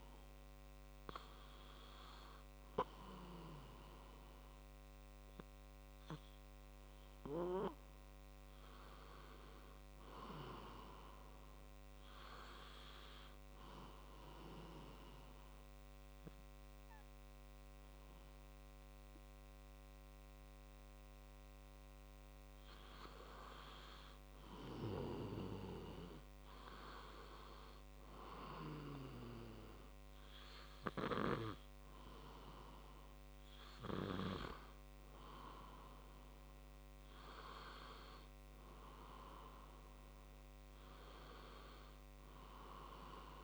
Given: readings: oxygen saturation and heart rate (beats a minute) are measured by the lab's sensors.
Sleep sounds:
breathing in sleep by a microphone on the trachea; 1
8.50-11.00 s: arousal
12.50-23.50 s: obstructive apnea (oxygen 97% before, 91% lowest, heart rate 60 before, 59 extreme, up 3 after)
26.00-29.50 s: arousal
From the record:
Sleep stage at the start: N2 (light sleep); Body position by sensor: on the back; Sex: male

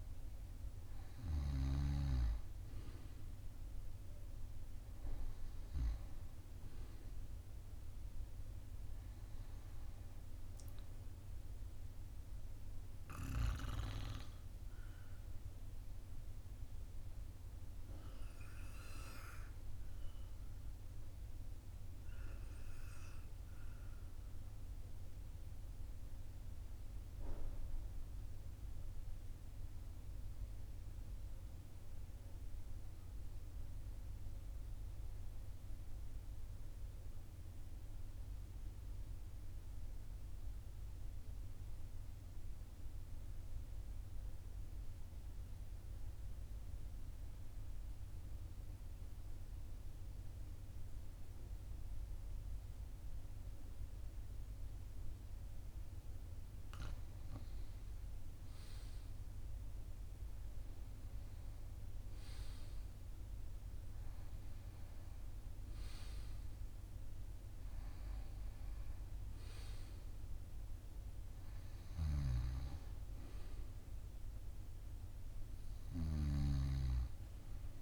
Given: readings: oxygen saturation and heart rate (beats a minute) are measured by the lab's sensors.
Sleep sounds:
breathing in sleep by a room microphone; 1
0.00-7.00 s: oxygen desaturation (device-marked, oxygen 92% lowest, heart rate 42 extreme)
9.00-21.00 s: oxygen desaturation (device-marked, oxygen 95% before, 90% lowest, heart rate 44 before, 42 extreme)
15.50-56.00 s: obstructive apnea (oxygen 95% before, 91% lowest, heart rate 44 before, 42 extreme, up 3 after)
49.00-77.82 s: oxygen desaturation (device-marked, oxygen 98% before, 91% lowest, heart rate 42 before, 41 extreme)
57.50-62.00 s: arousal
From the record:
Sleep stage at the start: N2 (light sleep); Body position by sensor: on the right side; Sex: male

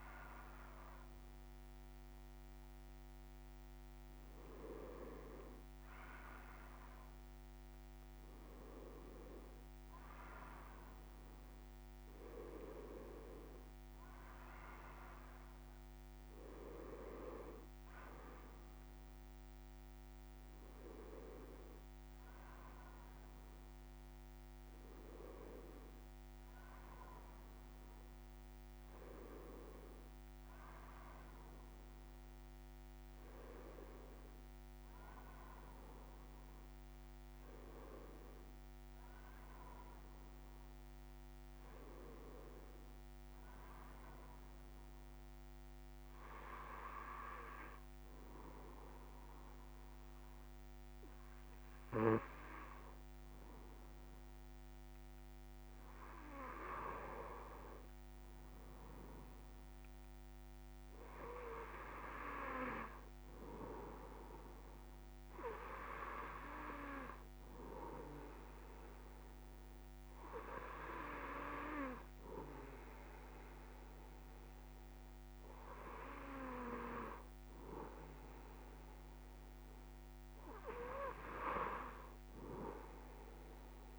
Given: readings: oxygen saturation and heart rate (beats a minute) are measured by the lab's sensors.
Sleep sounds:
breathing in sleep by a microphone on the trachea; none
75.00-83.99 s: new sleep stage, N1 (lightest sleep)
From the record:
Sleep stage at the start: N3 (deep sleep); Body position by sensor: on the back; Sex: male

